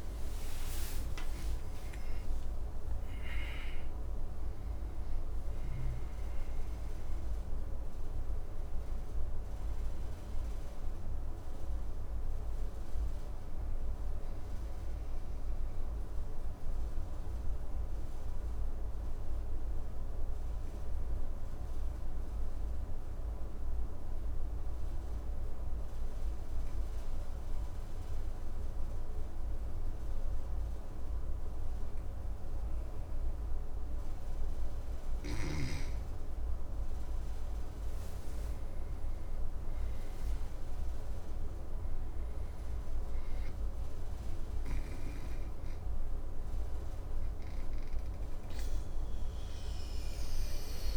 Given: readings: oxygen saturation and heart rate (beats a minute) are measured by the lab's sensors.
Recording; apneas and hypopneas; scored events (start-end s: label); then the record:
breathing in sleep, hard to hear, by a room microphone; 1
0.00-5.00 s: snoring (device-marked)
0.00-22.50 s: oxygen desaturation (device-marked, oxygen 87% lowest, heart rate 53 extreme)
13.50-35.50 s: mixed apnea (oxygen 97% before, 88% lowest, heart rate 68 before, 53 extreme, up 9 after)
37.50-41.50 s: arousal
39.50-50.97 s: oxygen desaturation (device-marked, oxygen 99% before, 91% lowest, heart rate 54 before, 53 extreme)
43.50-50.97 s: snoring (device-marked)
From the record:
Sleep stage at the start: N2 (light sleep); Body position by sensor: on the back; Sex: male